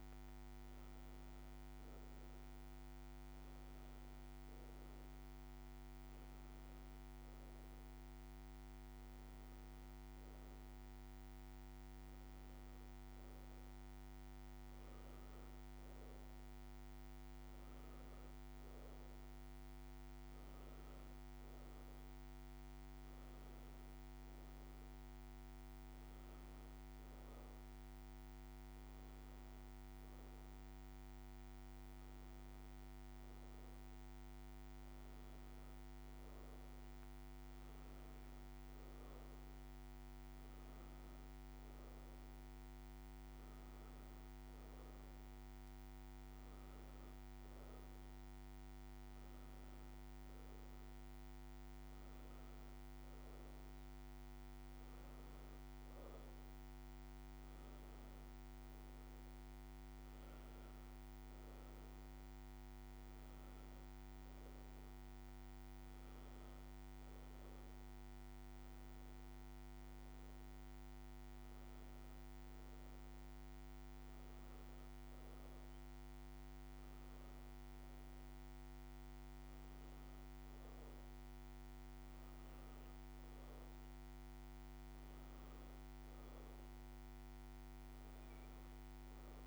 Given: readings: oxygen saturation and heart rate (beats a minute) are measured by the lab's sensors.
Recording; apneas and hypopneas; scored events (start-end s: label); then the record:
breathing in sleep, hard to hear, by a microphone on the trachea; 2
7.00-23.00 s: obstructive apnea (oxygen 94% before, 91% lowest, heart rate 67 before, 66 extreme, up 11 after)
25.50-30.00 s: arousal
67.00-70.50 s: arousal
73.00-84.50 s: hypopnea (oxygen 93% before, 91% lowest, heart rate 74 before, 68 extreme, up 23 after)
87.00-89.47 s: arousal
From the record:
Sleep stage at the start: N2 (light sleep); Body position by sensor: on the back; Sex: female